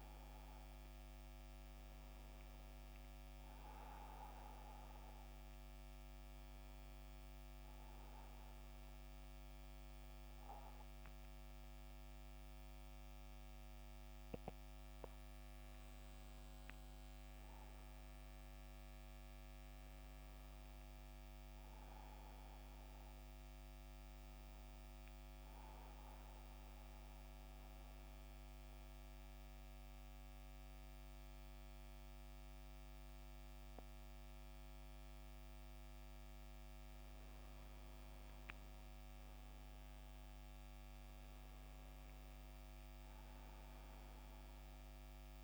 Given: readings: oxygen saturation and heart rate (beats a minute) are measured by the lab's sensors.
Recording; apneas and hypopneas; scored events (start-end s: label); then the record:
breathing in sleep, hard to hear, by a microphone on the trachea; 1
0.00-16.00 s: oxygen desaturation (device-marked, oxygen 93% before, 90% lowest, heart rate 75 before, 70 extreme)
17.50-22.00 s: arousal
25.50-36.50 s: central apnea (oxygen 93% before, 87% lowest, heart rate 77 before, 70 extreme, up 9 after)
37.00-42.50 s: arousal
From the record:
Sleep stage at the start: N2 (light sleep); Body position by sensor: on the back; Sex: male